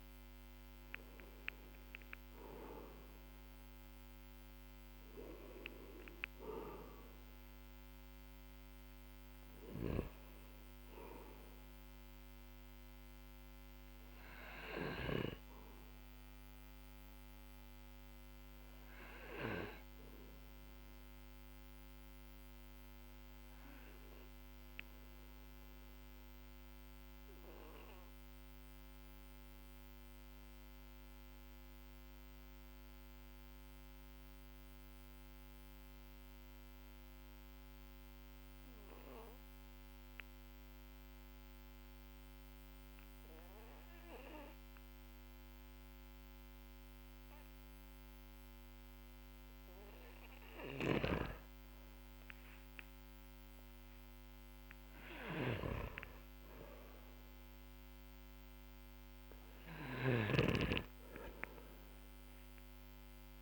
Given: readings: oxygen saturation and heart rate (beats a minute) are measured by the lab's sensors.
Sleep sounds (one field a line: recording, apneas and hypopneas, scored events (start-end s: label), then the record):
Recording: breathing in sleep by a microphone on the trachea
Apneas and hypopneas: 1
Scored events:
0.00-36.50 s: oxygen desaturation (device-marked, oxygen 92% lowest, heart rate 41 extreme)
13.50-50.50 s: obstructive apnea (oxygen 98% before, 92% lowest, heart rate 51 before, 46 extreme, up 4 after)
13.50-63.42 s: new sleep stage, REM sleep
53.50-59.50 s: arousal
58.50-63.42 s: oxygen desaturation (device-marked, oxygen 98% before, 93% lowest, heart rate 53 before, 43 extreme)
59.00-63.42 s: snoring (device-marked)
From the record:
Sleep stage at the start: N2 (light sleep)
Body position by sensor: on the back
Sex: male